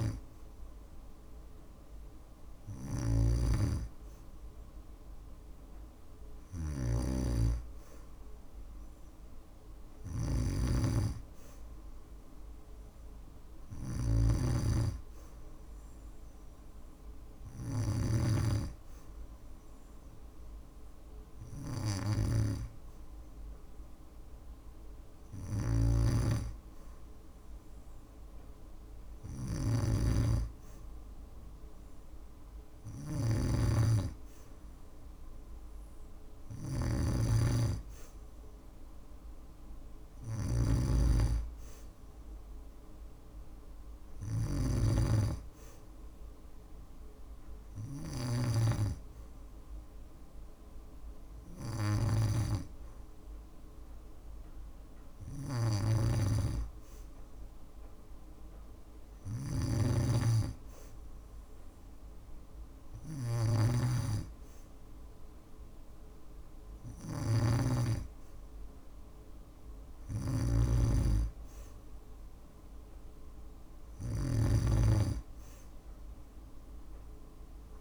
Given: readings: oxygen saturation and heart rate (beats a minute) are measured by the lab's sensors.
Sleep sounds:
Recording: breathing in sleep by a room microphone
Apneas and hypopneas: none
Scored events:
0.00-77.81 s: snoring (device-marked)
From the record:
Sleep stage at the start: N2 (light sleep)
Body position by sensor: on the back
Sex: female

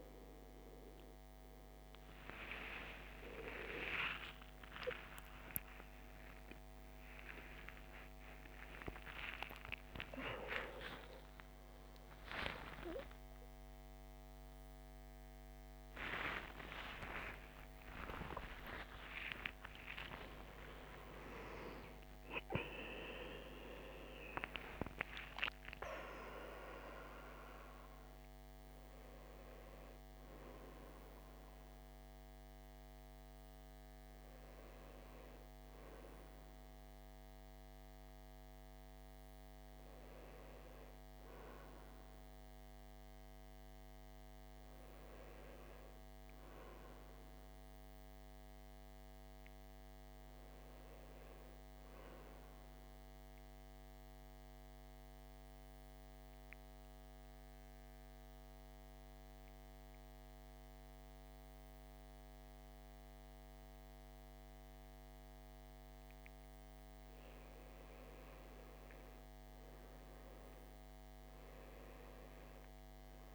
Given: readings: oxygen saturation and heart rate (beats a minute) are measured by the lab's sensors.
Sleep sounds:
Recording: a person partly awake in a sleep study, by a microphone on the trachea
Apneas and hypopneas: 1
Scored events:
30.00-43.00 s: oxygen desaturation (device-marked, oxygen 93% before, 88% lowest, heart rate 101 before, 55 extreme)
30.00-73.35 s: new sleep stage, N1 (lightest sleep)
52.50-66.50 s: central apnea (oxygen 99% before, 88% lowest, heart rate 69 before, 55 extreme, up 8 after)
65.00-73.35 s: oxygen desaturation (device-marked, oxygen 98% before, 88% lowest, heart rate 61 before, 57 extreme)
69.00-73.35 s: arousal
From the record:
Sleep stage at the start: awake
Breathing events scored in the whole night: 528 in 6.7 hours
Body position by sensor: on the back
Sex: male

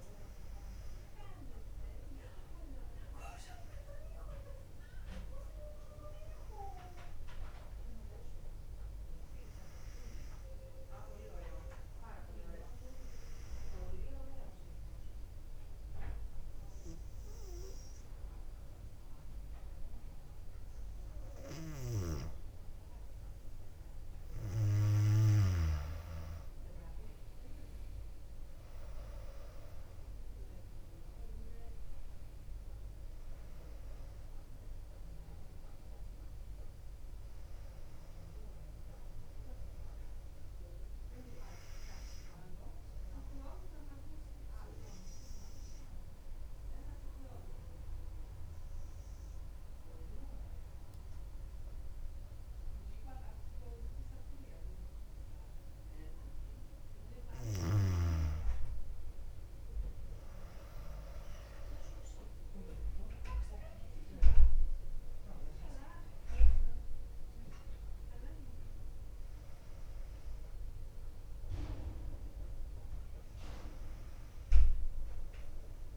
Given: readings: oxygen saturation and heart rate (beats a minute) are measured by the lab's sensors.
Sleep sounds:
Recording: breathing in sleep by a room microphone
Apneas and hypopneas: 2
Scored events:
13.00-24.50 s: obstructive apnea (oxygen 99% before, 94% lowest, heart rate 59 before, 56 extreme, up 3 after)
29.00-50.00 s: oxygen desaturation (device-marked, oxygen 99% before, 94% lowest, heart rate 59 before, 56 extreme)
31.50-35.50 s: arousal
44.00-57.00 s: obstructive apnea (oxygen 99% before, 93% lowest, heart rate 60 before, 55 extreme, up 5 after)
61.50-66.50 s: arousal
67.00-75.97 s: oxygen desaturation (device-marked, oxygen 99% before, 95% lowest, heart rate 59 before, 55 extreme)
From the record:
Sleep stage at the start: N2 (light sleep)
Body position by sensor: on the back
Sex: female

